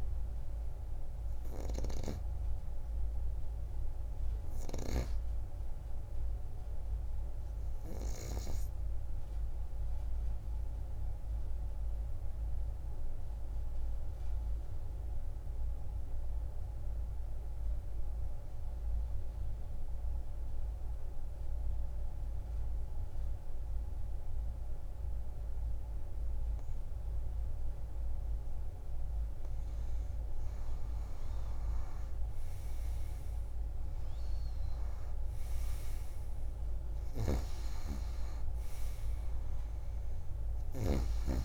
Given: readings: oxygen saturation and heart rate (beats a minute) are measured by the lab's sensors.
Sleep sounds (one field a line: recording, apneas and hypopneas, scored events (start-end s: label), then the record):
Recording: breathing in sleep by a room microphone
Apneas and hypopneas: 1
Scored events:
9.00-28.50 s: obstructive apnea (oxygen 97% before, 88% lowest)
11.00-21.00 s: oxygen desaturation (device-marked, oxygen 93% before, 89% lowest)
32.50-36.50 s: arousal
33.00-41.45 s: oxygen desaturation (device-marked, oxygen 97% before, 88% lowest)
37.00-41.00 s: snoring (device-marked)
From the record:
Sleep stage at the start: N2 (light sleep)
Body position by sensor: on the back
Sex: female